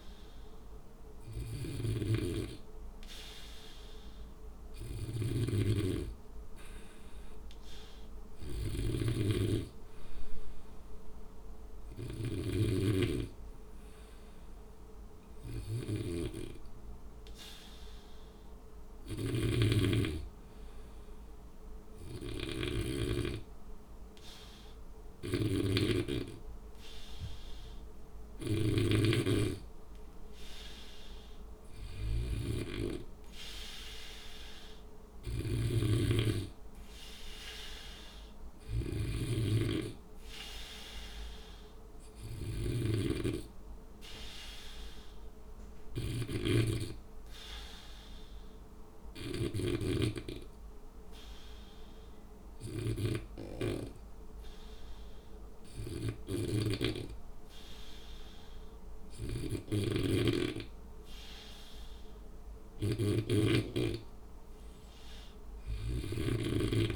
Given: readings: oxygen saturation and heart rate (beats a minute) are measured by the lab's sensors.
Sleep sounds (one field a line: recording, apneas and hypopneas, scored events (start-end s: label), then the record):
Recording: breathing in sleep by a room microphone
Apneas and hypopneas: 2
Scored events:
0.00-2.00 s: snoring (device-marked)
8.50-12.50 s: snoring (device-marked)
18.00-31.00 s: hypopnea (oxygen 96% before, 92% lowest, heart rate 60 before, 59 extreme)
19.00-23.00 s: snoring (device-marked)
25.00-50.00 s: snoring (device-marked)
33.50-36.50 s: arousal
47.00-62.00 s: obstructive apnea (oxygen 95% before, 92% lowest, heart rate 61 before, 60 extreme, up 4 after)
59.50-63.50 s: snoring (device-marked)
65.00-66.96 s: arousal
65.50-66.96 s: snoring (device-marked)
From the record:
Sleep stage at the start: N2 (light sleep)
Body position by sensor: on the back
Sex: male